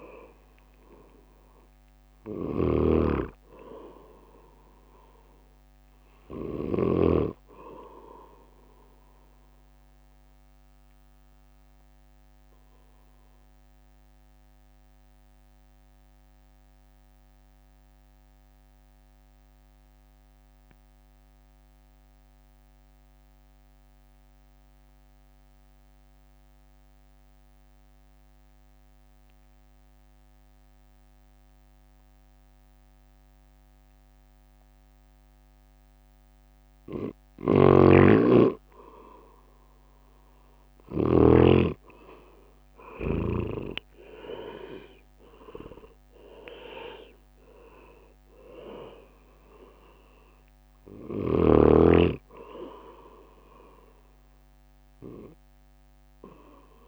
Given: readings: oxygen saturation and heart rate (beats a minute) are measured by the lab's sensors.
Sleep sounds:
breathing in sleep by a microphone on the trachea; 1
0.00-1.50 s: arousal
0.00-2.00 s: oxygen desaturation (device-marked, oxygen 95% lowest, heart rate 53 extreme)
0.00-11.00 s: drop in pulse transit time (device-marked, heart rate 56 extreme)
12.00-35.50 s: mixed apnea (oxygen 98% before, 94% lowest, heart rate 61 before, 53 extreme, up 16 after)
37.00-41.00 s: snoring (device-marked)
39.00-42.50 s: arousal
40.00-56.88 s: drop in pulse transit time (device-marked, heart rate 53 before, 56 extreme)
43.00-45.00 s: long interval between heartbeats (device-marked, heart rate 54 before, 69 extreme)
43.50-46.50 s: leg movement (device-marked)
From the record:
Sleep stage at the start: N2 (light sleep); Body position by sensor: on the right side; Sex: male

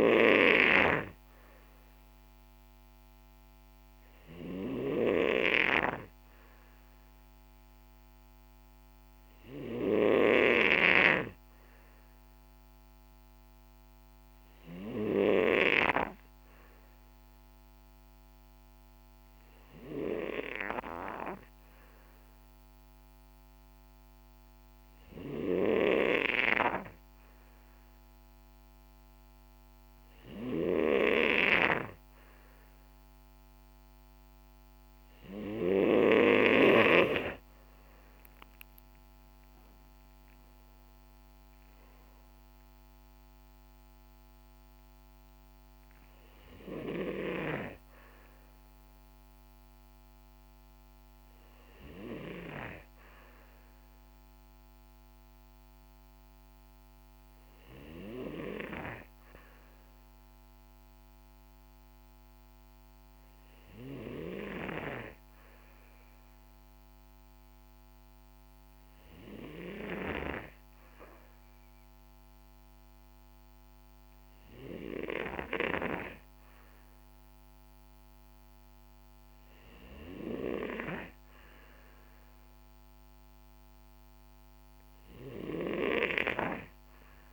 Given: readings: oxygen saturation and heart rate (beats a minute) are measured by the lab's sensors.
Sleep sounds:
breathing in sleep by a microphone on the trachea; none
none scored
From the record:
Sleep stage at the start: N2 (light sleep); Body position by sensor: on the back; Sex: male

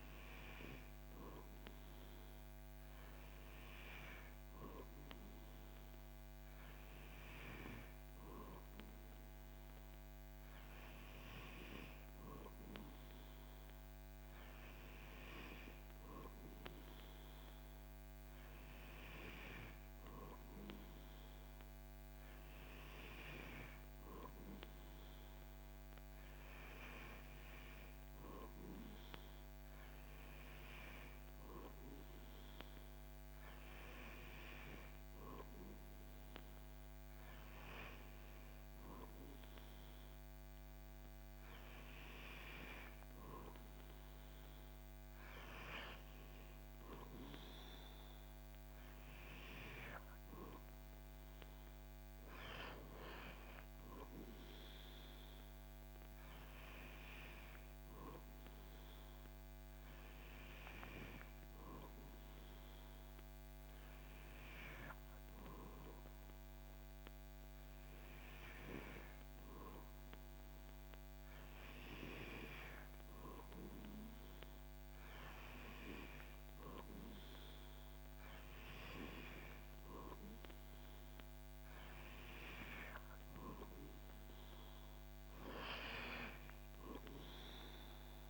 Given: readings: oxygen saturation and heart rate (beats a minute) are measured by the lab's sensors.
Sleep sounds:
breathing in sleep by a microphone on the trachea; none
none scored
From the record:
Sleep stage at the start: N2 (light sleep); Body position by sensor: on the back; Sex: male

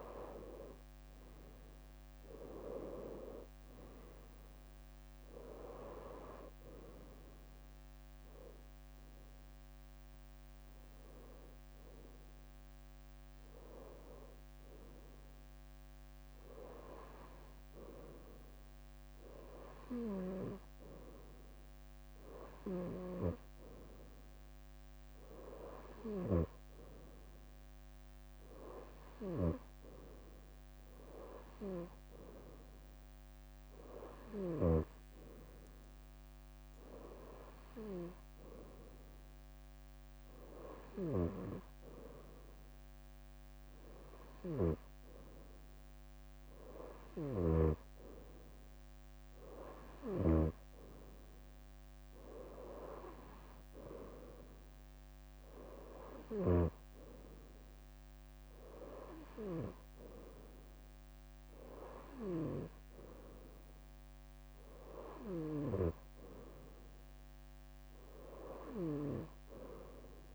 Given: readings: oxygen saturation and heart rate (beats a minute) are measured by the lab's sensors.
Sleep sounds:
breathing in sleep by a microphone on the trachea; none
19.00-21.50 s: leg movement (device-marked)
22.00-24.00 s: leg movement (device-marked)
25.50-27.00 s: leg movement (device-marked)
28.50-30.50 s: leg movement (device-marked)
33.00-43.00 s: leg movement (device-marked)
46.50-48.50 s: leg movement (device-marked)
49.00-51.00 s: leg movement (device-marked)
52.00-54.50 s: leg movement (device-marked)
From the record:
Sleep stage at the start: N2 (light sleep); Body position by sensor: on the right side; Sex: female

